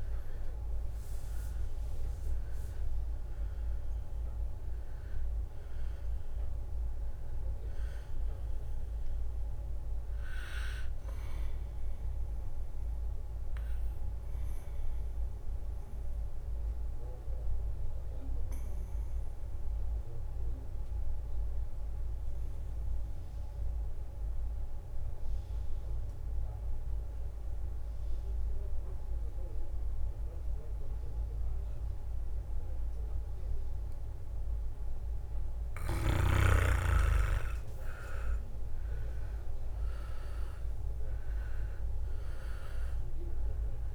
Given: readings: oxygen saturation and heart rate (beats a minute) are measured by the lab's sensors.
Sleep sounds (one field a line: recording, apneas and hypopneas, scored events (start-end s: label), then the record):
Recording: breathing in sleep by a room microphone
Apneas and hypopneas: 1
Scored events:
0.00-3.50 s: leg movement (device-marked)
0.00-11.00 s: drop in pulse transit time (device-marked, heart rate 66 extreme)
0.00-25.00 s: oxygen desaturation (device-marked, oxygen 90% lowest, heart rate 58 extreme)
13.50-35.50 s: obstructive apnea (oxygen 99% before, 90% lowest, heart rate 71 before, 58 extreme, up 14 after)
38.00-43.95 s: drop in pulse transit time (device-marked, heart rate 61 before, 66 extreme)
38.50-43.00 s: arousal
39.00-43.50 s: leg movement (device-marked)
41.00-43.95 s: oxygen desaturation (device-marked, oxygen 100% before, 95% lowest, heart rate 62 before, 59 extreme)
From the record:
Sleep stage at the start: N2 (light sleep)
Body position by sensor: on the back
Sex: male